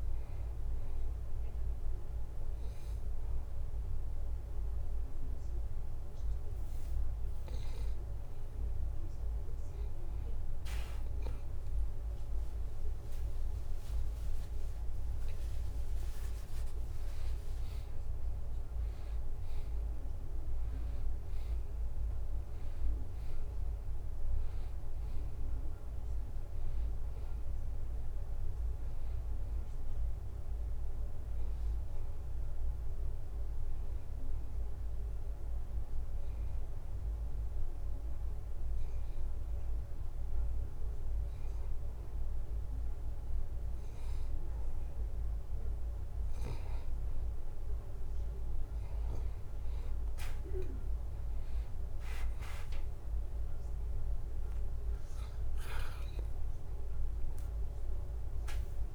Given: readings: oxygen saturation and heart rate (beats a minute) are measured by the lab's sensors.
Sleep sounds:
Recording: breathing in sleep, hard to hear, by a room microphone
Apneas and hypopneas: 2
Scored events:
0.00-9.00 s: oxygen desaturation (device-marked, oxygen 89% lowest, heart rate 80 extreme)
0.50-10.50 s: obstructive apnea (oxygen 93% before, 89% lowest, heart rate 81 before, 80 extreme, up 4 after)
12.50-17.00 s: arousal
36.50-47.50 s: hypopnea (oxygen 94% before, 90% lowest, heart rate 83 before, 79 extreme, up 0 after)
56.50-58.95 s: arousal
From the record:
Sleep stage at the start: N2 (light sleep)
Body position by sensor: on the back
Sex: male

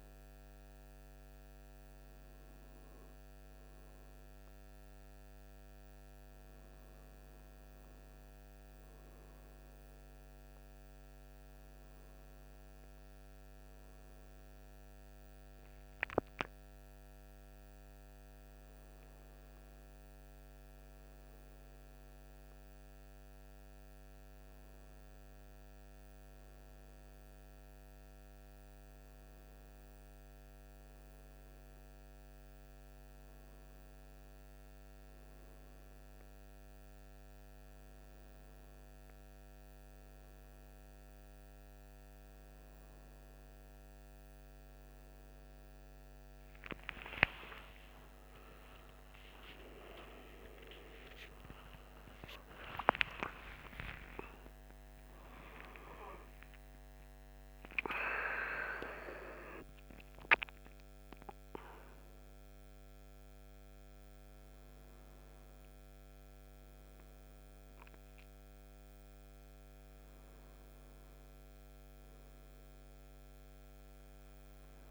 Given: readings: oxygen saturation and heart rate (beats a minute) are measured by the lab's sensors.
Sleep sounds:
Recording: a person awake in a sleep study, by a microphone on the trachea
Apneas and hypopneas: none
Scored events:
none scored
From the record:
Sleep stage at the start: awake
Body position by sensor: on the right side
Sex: male

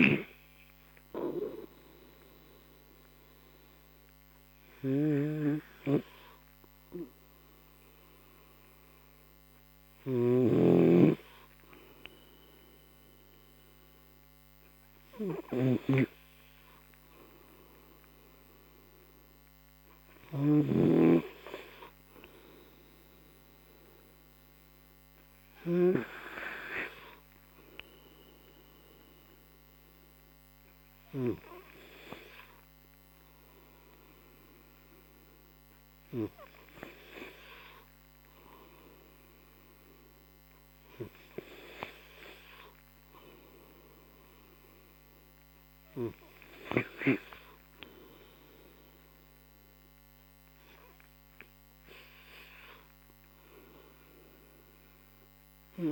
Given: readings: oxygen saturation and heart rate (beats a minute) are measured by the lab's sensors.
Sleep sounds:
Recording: breathing in sleep by a microphone on the trachea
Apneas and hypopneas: 1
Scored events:
10.00-21.00 s: snoring (device-marked)
28.50-39.00 s: obstructive apnea (oxygen 94% before, 90% lowest, heart rate 61 before, 28 extreme, up 27 after)
42.00-44.50 s: arousal
49.50-55.92 s: new sleep stage, N3 (deep sleep)
From the record:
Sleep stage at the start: N2 (light sleep)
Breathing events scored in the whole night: 485 in 5.8 hours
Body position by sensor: on the right side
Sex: male

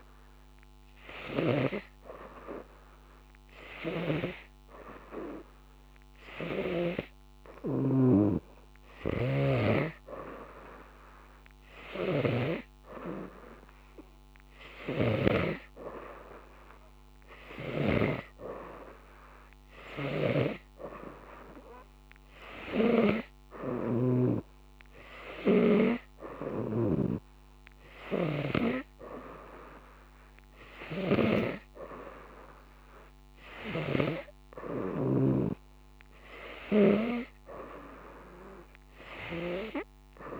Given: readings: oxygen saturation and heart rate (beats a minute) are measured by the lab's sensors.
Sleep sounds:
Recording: breathing in sleep by a microphone on the trachea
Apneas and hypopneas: none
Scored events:
9.00-15.50 s: snoring (device-marked)
20.00-24.50 s: snoring (device-marked)
26.50-31.50 s: snoring (device-marked)
From the record:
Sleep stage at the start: N2 (light sleep)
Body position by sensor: on the right side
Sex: female

